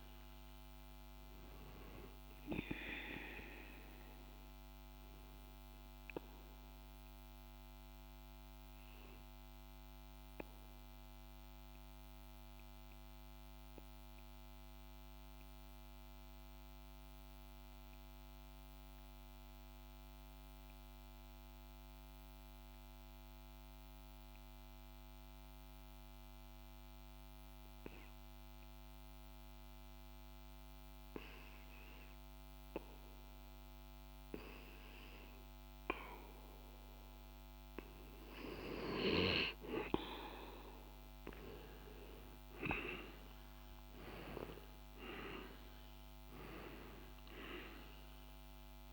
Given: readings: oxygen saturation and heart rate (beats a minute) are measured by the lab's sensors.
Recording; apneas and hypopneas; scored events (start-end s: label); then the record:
breathing in sleep by a microphone on the trachea; 1
0.00-16.00 s: oxygen desaturation (device-marked, oxygen 90% lowest, heart rate 46 extreme)
4.50-37.00 s: mixed apnea (oxygen 99% before, 90% lowest, heart rate 52 before, 46 extreme, up 8 after)
29.00-48.92 s: oxygen desaturation (device-marked, oxygen 99% before, 90% lowest, heart rate 47 before, 46 extreme)
39.50-44.50 s: arousal
From the record:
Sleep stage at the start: N2 (light sleep); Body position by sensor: on the back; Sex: male